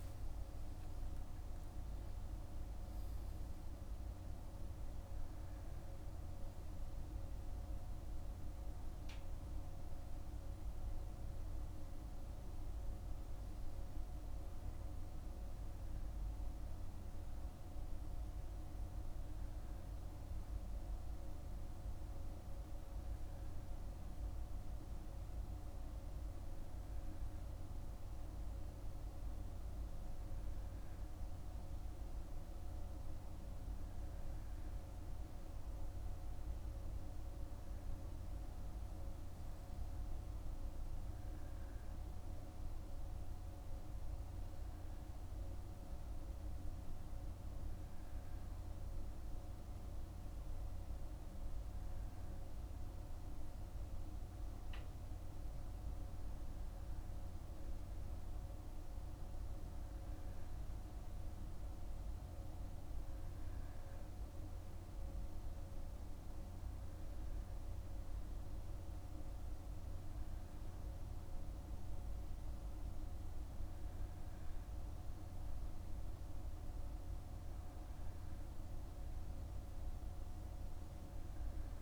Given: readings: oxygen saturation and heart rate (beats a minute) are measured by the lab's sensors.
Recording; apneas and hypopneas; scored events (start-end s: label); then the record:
breathing in sleep, hard to hear, by a room microphone; none
none scored
From the record:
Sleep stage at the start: N2 (light sleep); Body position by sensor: on the back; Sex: male